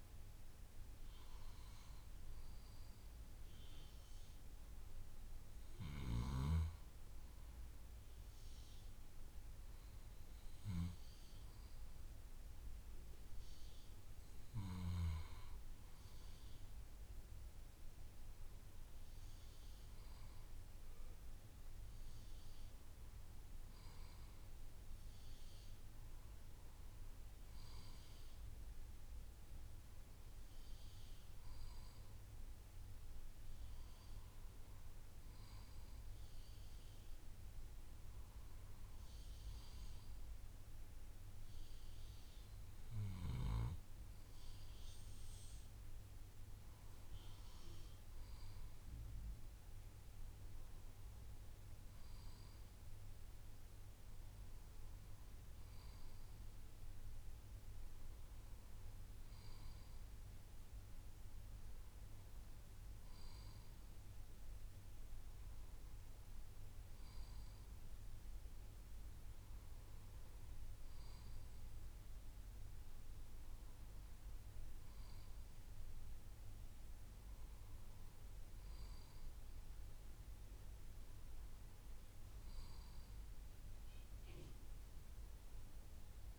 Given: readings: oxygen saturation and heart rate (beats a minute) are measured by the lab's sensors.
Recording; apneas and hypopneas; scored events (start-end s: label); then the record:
breathing in sleep, hard to hear, by a room microphone; none
21.00-86.39 s: new sleep stage, N2 (light sleep)
From the record:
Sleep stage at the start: N1 (lightest sleep); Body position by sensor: on the left side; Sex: male